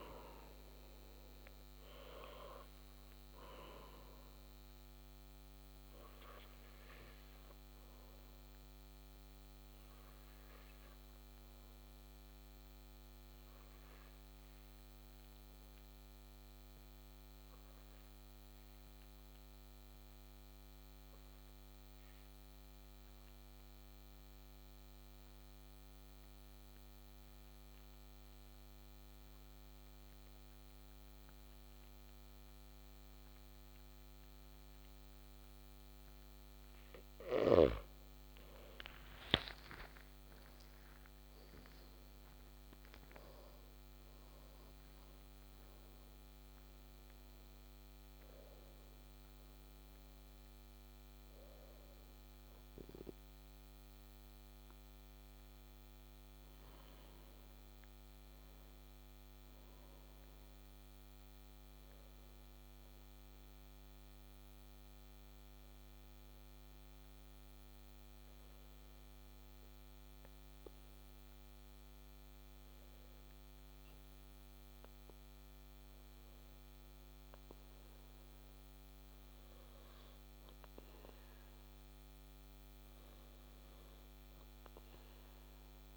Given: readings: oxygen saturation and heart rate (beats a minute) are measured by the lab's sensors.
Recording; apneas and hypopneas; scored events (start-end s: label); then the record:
breathing in sleep by a microphone on the trachea; 2
7.50-36.50 s: obstructive apnea (oxygen 98% before, 90% lowest)
39.00-44.00 s: arousal
39.00-70.00 s: oxygen desaturation (device-marked, oxygen 97% before, 90% lowest)
62.50-76.50 s: hypopnea (oxygen 96% before, 90% lowest)
82.00-85.97 s: arousal
From the record:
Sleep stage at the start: N2 (light sleep); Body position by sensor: on the back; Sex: male